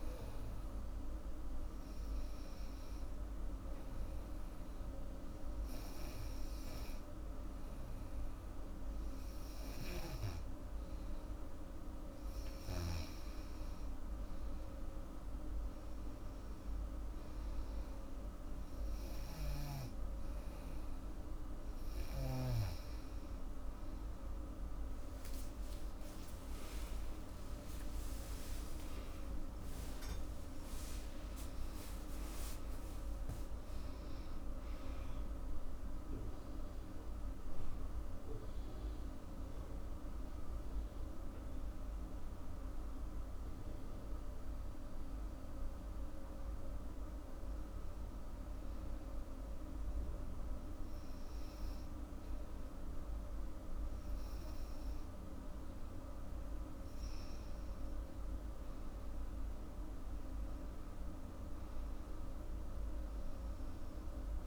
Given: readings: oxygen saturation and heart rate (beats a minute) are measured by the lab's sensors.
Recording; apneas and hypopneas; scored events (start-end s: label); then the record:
breathing in sleep, hard to hear, by a room microphone; 2
0.00-7.50 s: oxygen desaturation (device-marked, oxygen 94% lowest, heart rate 83 extreme)
1.00-12.00 s: hypopnea (oxygen 98% before, 93% lowest, heart rate 88 before, 84 extreme, up 7 after)
25.00-27.00 s: long interval between heartbeats (device-marked, heart rate 87 before, 95 extreme)
28.50-34.50 s: arousal
47.00-58.00 s: hypopnea (oxygen 98% before, 93% lowest, heart rate 96 before, 83 extreme, up 5 after)
59.50-64.47 s: oxygen desaturation (device-marked, oxygen 98% before, 93% lowest, heart rate 88 before, 83 extreme)
60.00-63.50 s: arousal
From the record:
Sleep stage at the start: N2 (light sleep); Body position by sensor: on the back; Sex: female